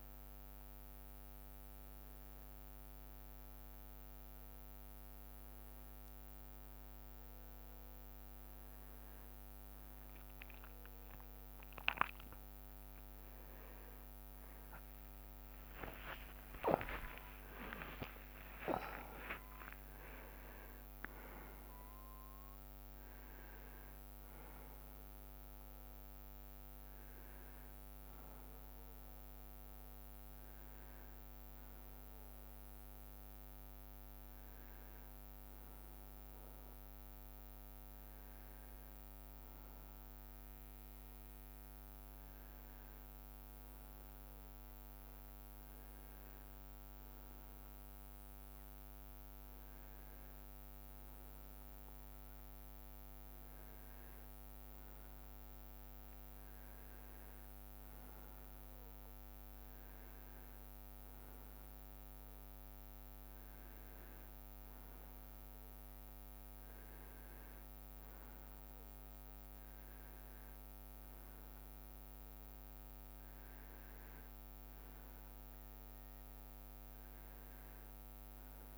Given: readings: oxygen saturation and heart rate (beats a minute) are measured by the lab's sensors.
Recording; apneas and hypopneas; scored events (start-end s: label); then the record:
breathing in sleep by a microphone on the trachea; none
15.00-20.00 s: arousal
55.00-58.00 s: leg movement (device-marked)
From the record:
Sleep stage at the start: N1 (lightest sleep); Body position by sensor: on the right side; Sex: male